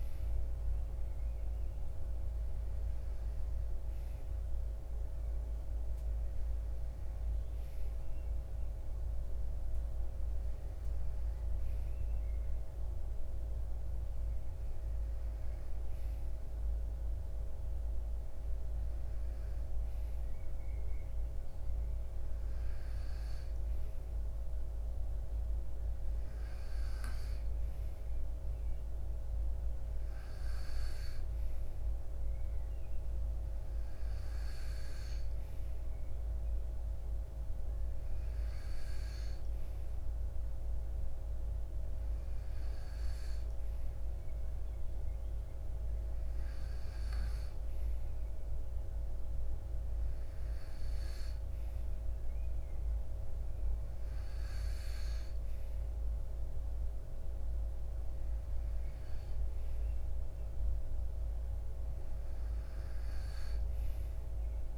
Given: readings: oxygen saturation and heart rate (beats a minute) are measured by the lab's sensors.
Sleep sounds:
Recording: breathing in sleep, hard to hear, by a room microphone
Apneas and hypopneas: none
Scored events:
none scored
From the record:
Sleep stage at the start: REM sleep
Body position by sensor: on the right side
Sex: male

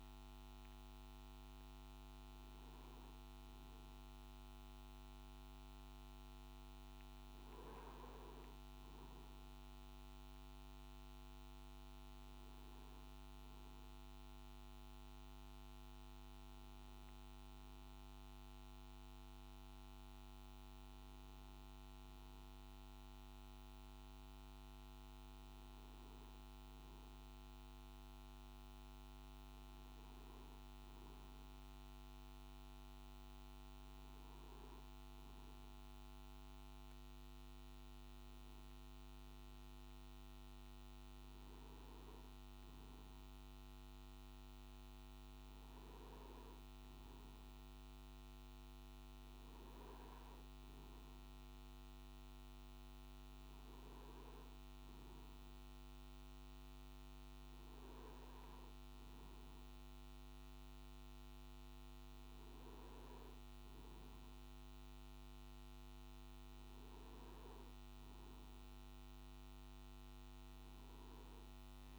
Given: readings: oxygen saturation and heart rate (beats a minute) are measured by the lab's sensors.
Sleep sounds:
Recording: breathing in sleep, hard to hear, by a microphone on the trachea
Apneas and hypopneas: none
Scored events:
10.00-71.99 s: new sleep stage, N1 (lightest sleep)
From the record:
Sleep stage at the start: N3 (deep sleep)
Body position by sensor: on the back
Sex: male

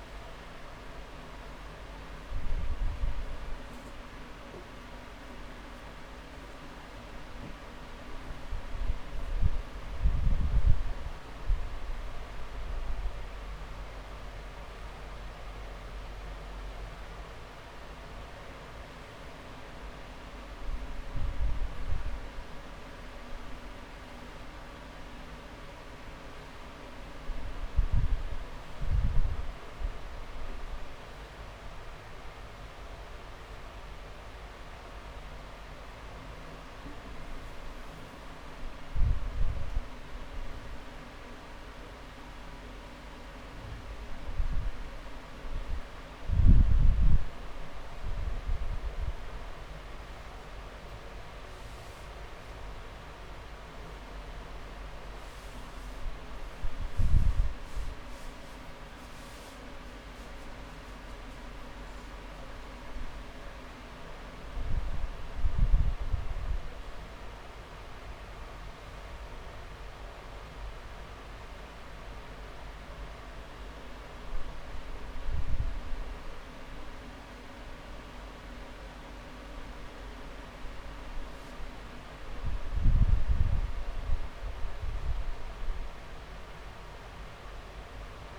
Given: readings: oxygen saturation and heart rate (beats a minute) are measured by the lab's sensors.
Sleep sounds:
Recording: breathing in sleep, hard to hear, by a room microphone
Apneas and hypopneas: none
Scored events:
0.00-4.50 s: drop in pulse transit time (device-marked)
4.00-6.00 s: long interval between heartbeats (device-marked)
9.50-11.50 s: long interval between heartbeats (device-marked)
22.50-32.50 s: drop in pulse transit time (device-marked)
46.50-51.00 s: arousal
50.50-55.50 s: drop in pulse transit time (device-marked)
60.50 s: drop in pulse transit time (device-marked)
76.00-78.00 s: long interval between heartbeats (device-marked)
85.00-87.00 s: long interval between heartbeats (device-marked)
From the record:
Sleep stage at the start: N2 (light sleep)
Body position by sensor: on the back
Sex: male

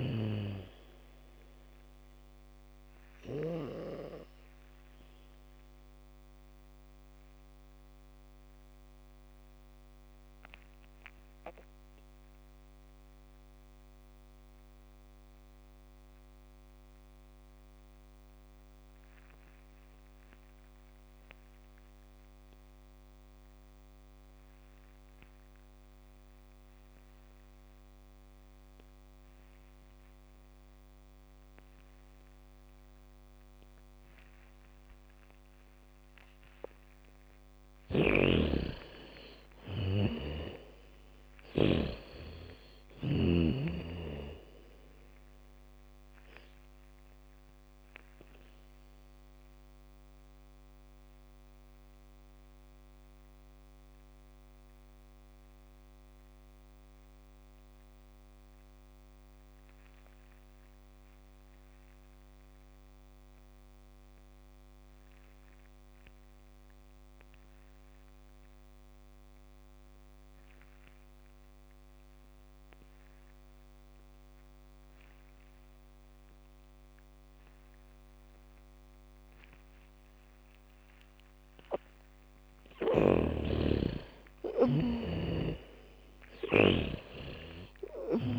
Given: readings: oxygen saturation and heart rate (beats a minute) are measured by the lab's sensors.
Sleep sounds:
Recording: breathing in sleep by a microphone on the trachea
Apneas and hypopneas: 2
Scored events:
0.00-4.00 s: snoring (device-marked)
0.00-25.50 s: oxygen desaturation (device-marked, oxygen 77% lowest, heart rate 38 extreme)
5.00-37.00 s: mixed apnea (oxygen 99% before, 77% lowest, heart rate 61 before, 38 extreme, up 1 after)
29.50-44.50 s: bradycardia (device-marked, heart rate 72 before, 39 extreme)
34.50-65.50 s: oxygen desaturation (device-marked, oxygen 99% before, 77% lowest, heart rate 71 before, 38 extreme)
38.50-42.50 s: snoring (device-marked)
39.00-42.50 s: arousal
49.00-82.00 s: mixed apnea (oxygen 99% before, 75% lowest, heart rate 55 before, 45 extreme, up 0 after)
71.50-88.39 s: oxygen desaturation (device-marked, oxygen 98% before, 75% lowest, heart rate 78 before, 45 extreme)
72.50-88.39 s: bradycardia (device-marked, heart rate 72 before, 45 extreme)
85.50-88.39 s: snoring (device-marked)
87.00-88.39 s: arousal
From the record:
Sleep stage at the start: N2 (light sleep)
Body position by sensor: on the back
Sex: female

